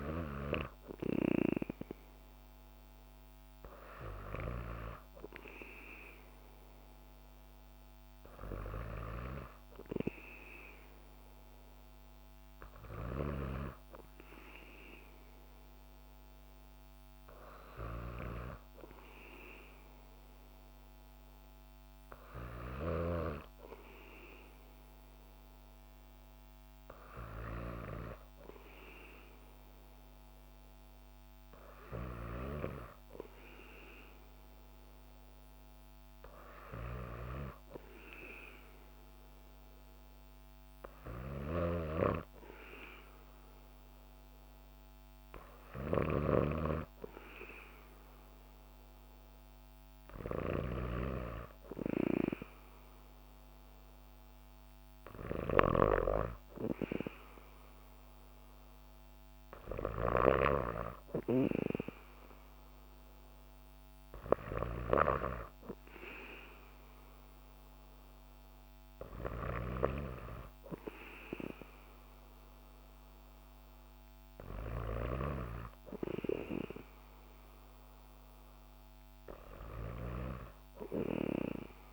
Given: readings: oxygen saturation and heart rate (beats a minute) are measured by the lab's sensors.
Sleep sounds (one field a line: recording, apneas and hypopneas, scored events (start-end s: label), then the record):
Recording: breathing in sleep by a microphone on the trachea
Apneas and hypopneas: none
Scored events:
41.00-46.00 s: snoring (device-marked)
From the record:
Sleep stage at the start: N2 (light sleep)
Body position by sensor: on the back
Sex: female